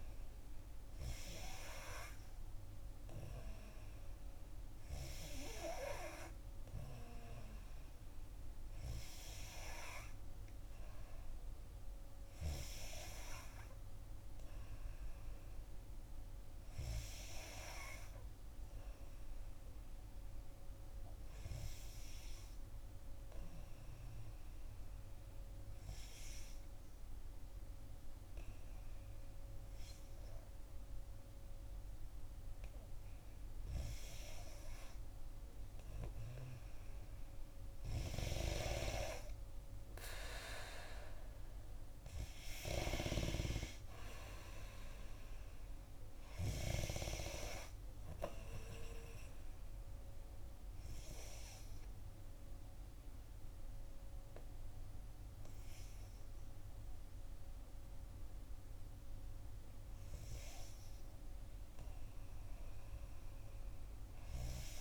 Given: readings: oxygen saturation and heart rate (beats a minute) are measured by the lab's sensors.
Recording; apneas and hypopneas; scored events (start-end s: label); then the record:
breathing in sleep by a room microphone; 2
23.50-35.00 s: obstructive apnea (oxygen 93% before, 90% lowest, heart rate 62 before, 56 extreme, up 2 after)
39.00-42.00 s: arousal
48.50-60.00 s: obstructive apnea (oxygen 92% before, 90% lowest, heart rate 61 before, 56 extreme, up 6 after)
62.50-64.81 s: arousal
From the record:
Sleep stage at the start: N2 (light sleep); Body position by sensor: on the back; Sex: female